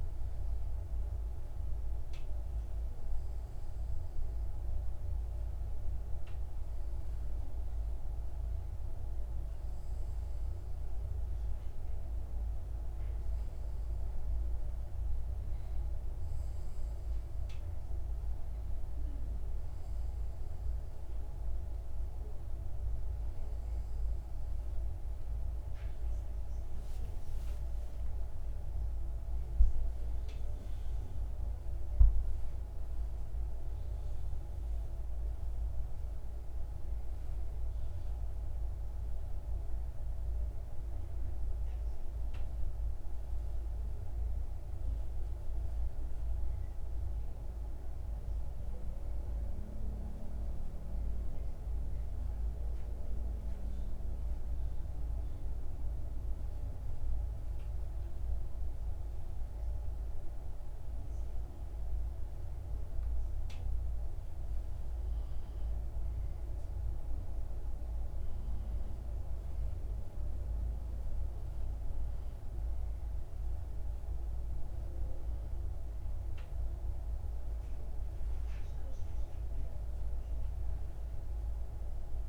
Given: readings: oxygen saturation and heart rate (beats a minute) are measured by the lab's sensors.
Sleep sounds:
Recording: breathing in sleep, hard to hear, by a room microphone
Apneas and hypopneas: none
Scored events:
22.50-26.50 s: arousal
From the record:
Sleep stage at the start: N2 (light sleep)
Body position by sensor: on the back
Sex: male

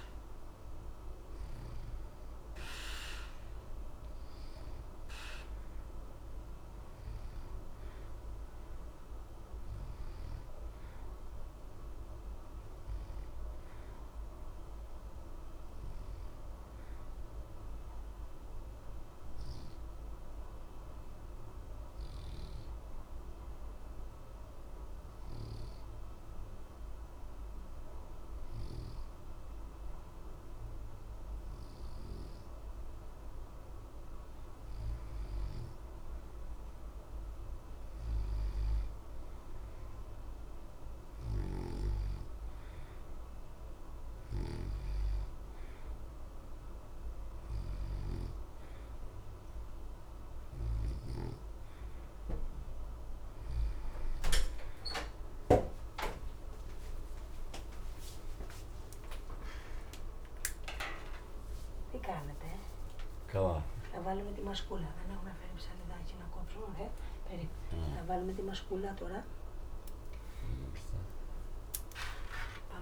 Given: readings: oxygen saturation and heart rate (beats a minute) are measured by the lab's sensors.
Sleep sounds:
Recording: breathing in sleep by a room microphone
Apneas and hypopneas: 1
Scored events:
9.50-28.50 s: oxygen desaturation (device-marked, oxygen 92% before, 87% lowest, heart rate 61 before, 60 extreme)
17.50-35.50 s: mixed apnea (oxygen 93% before, 87% lowest, heart rate 60 before, 60 extreme, up 2 after)
38.50-42.00 s: arousal
48.50-72.82 s: oxygen desaturation (device-marked, oxygen 93% before, 87% lowest, heart rate 61 before, 60 extreme)
57.50-72.82 s: new sleep stage, awake
From the record:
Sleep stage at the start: N2 (light sleep)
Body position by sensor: on the back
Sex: male

